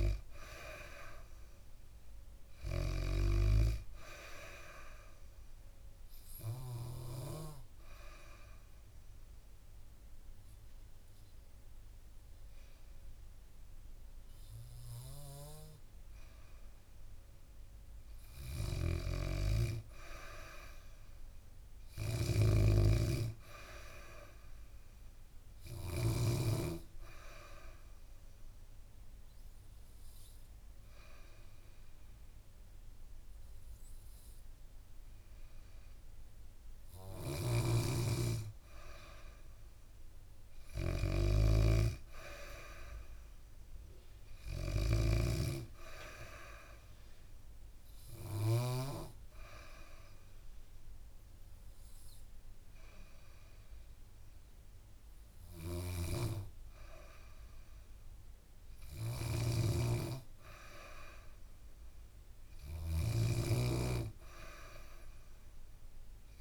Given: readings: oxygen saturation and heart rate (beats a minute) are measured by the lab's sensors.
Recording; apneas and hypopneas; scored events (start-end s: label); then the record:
breathing in sleep by a room microphone; 3
0.00-1.00 s: arousal
0.00-2.50 s: snoring (device-marked)
5.50-17.50 s: obstructive apnea (oxygen 96% before, 93% lowest, heart rate 69 before, 66 extreme, up 4 after)
18.00-26.00 s: snoring (device-marked)
20.00-23.00 s: arousal
24.00-34.00 s: oxygen desaturation (device-marked, oxygen 96% before, 93% lowest, heart rate 69 before, 67 extreme)
27.00-37.00 s: obstructive apnea (oxygen 96% before, 93% lowest, heart rate 69 before, 67 extreme, up 2 after)
36.50-48.50 s: snoring (device-marked)
38.50-43.00 s: arousal
45.00-56.00 s: oxygen desaturation (device-marked, oxygen 96% before, 93% lowest, heart rate 69 before, 69 extreme)
46.50-56.50 s: obstructive apnea (oxygen 96% before, 93% lowest, heart rate 69 before, 69 extreme, up 0 after)
58.50-66.41 s: snoring (device-marked)
60.00-63.50 s: arousal
From the record:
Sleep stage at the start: N2 (light sleep); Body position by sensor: on the back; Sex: female